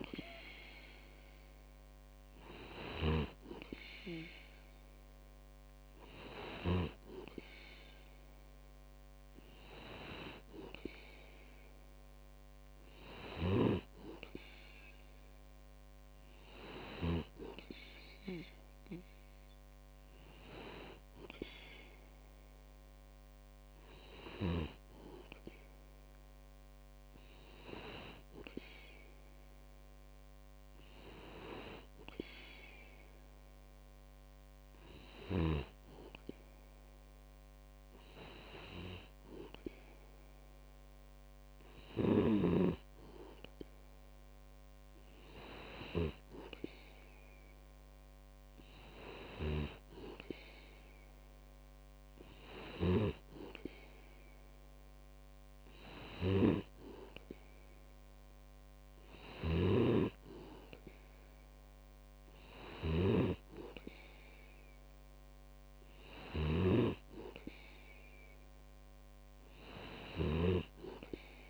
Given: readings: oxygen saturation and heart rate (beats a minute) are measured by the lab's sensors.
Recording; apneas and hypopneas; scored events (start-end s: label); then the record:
breathing in sleep by a microphone on the trachea; none
59.50-67.00 s: snoring (device-marked)
From the record:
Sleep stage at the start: N2 (light sleep); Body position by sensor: on the back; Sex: male